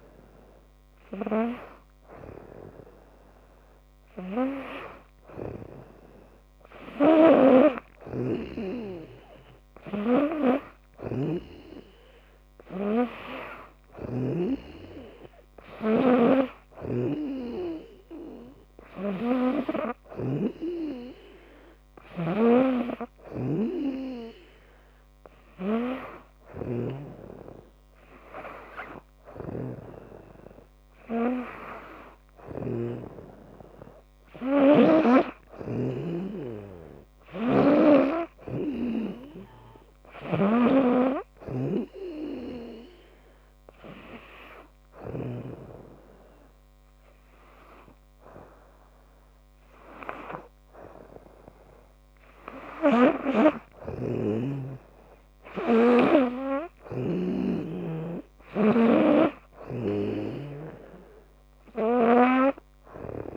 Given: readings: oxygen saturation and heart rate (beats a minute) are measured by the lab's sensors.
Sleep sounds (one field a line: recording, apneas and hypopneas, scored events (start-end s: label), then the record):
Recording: breathing in sleep by a microphone on the trachea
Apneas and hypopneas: 1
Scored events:
7.00-32.50 s: snoring (device-marked)
37.00-45.00 s: snoring (device-marked)
42.50-53.00 s: hypopnea (oxygen 97% before, 95% lowest, heart rate 86 before, 77 extreme, up 5 after)
53.50-57.00 s: snoring (device-marked)
55.50-59.50 s: arousal
From the record:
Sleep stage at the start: N2 (light sleep)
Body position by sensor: on the back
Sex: female